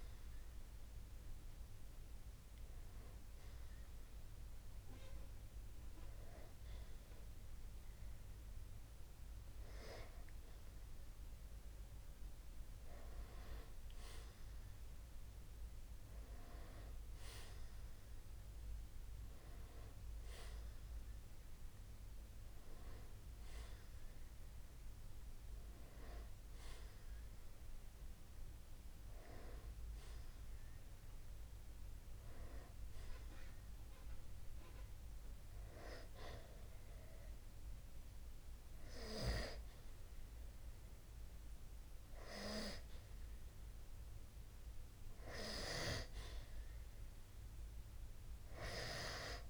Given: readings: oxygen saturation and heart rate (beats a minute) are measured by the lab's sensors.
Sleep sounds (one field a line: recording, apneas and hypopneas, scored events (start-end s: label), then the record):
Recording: breathing in sleep by a room microphone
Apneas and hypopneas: 1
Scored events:
3.00-13.50 s: hypopnea (oxygen 95% before, 92% lowest, heart rate 67 before, 60 extreme, up 2 after)
15.00-19.00 s: arousal
42.00-49.50 s: new sleep stage, N2 (light sleep)
42.50-47.00 s: arousal
From the record:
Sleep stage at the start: N1 (lightest sleep)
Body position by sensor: on the back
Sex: male